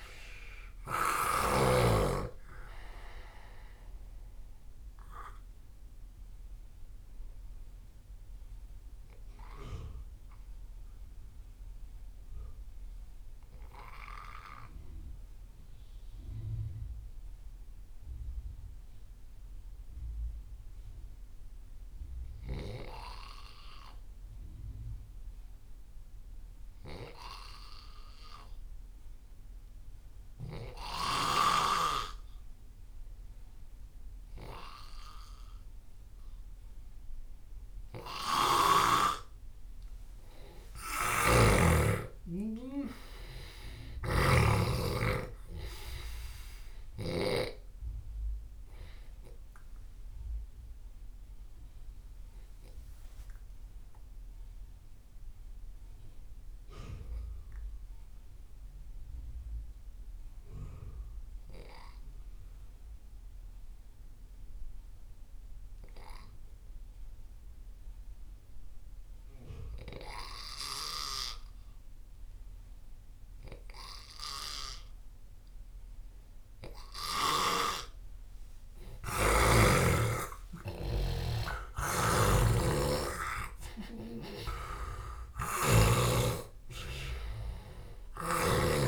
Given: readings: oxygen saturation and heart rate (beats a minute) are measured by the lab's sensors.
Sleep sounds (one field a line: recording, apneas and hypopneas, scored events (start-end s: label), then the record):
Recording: breathing in sleep by a room microphone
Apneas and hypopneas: 2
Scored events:
0.00-20.00 s: oxygen desaturation (device-marked, oxygen 89% lowest)
6.00-39.50 s: obstructive apnea (oxygen 98% before, 84% lowest)
36.00-67.00 s: oxygen desaturation (device-marked, oxygen 98% before, 89% lowest)
40.50-47.00 s: snoring (device-marked)
42.00-45.50 s: arousal
51.00-77.00 s: obstructive apnea (oxygen 98% before, 84% lowest)
79.00-83.00 s: arousal
80.00-88.88 s: oxygen desaturation (device-marked, oxygen 97% before, 84% lowest)
82.00-88.50 s: snoring (device-marked)
From the record:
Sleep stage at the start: N2 (light sleep)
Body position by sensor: on the left side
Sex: male